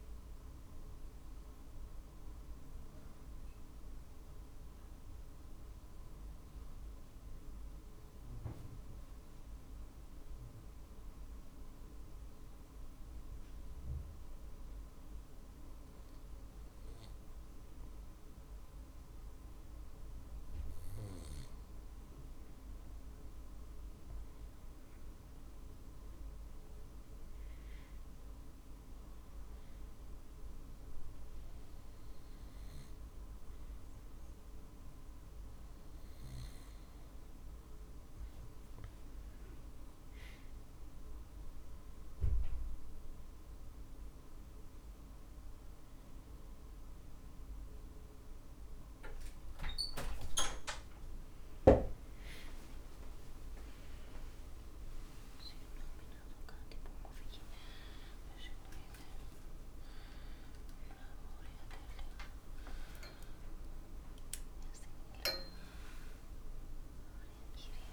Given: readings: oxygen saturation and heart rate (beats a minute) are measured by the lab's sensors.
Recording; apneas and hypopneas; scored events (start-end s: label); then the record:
a person partly awake in a sleep study, by a room microphone; 1
2.00-21.50 s: obstructive apnea (oxygen 96% before, 94% lowest, heart rate 49 before, 49 extreme, up 3 after)
15.50-31.50 s: drop in pulse transit time (device-marked, heart rate 48 before, 49 extreme)
50.50-67.93 s: new sleep stage, awake
59.00-61.00 s: long interval between heartbeats (device-marked, heart rate 51 before, 58 extreme)
From the record:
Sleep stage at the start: N2 (light sleep); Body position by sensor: on the right side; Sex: male